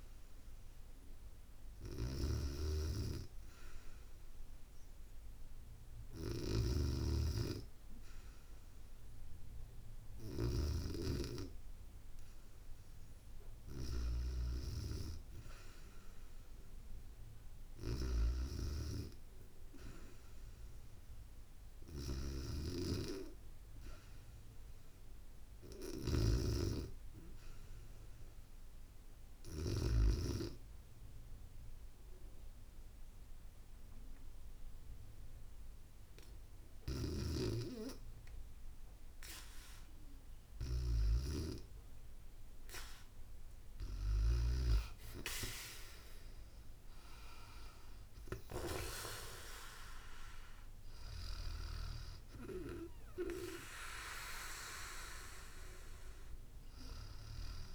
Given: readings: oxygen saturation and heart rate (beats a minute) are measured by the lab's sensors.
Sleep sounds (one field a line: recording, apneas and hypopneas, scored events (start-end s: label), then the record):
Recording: breathing in sleep by a room microphone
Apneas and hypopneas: 1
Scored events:
1.00-6.00 s: snoring (device-marked)
29.50-40.00 s: obstructive apnea (oxygen 96% before, 94% lowest, heart rate 69 before, 59 extreme, up 16 after)
34.50-37.50 s: bradycardia (device-marked, heart rate 69 before, 69 extreme)
41.50-46.00 s: arousal
From the record:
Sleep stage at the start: REM sleep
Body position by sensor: on the back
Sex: female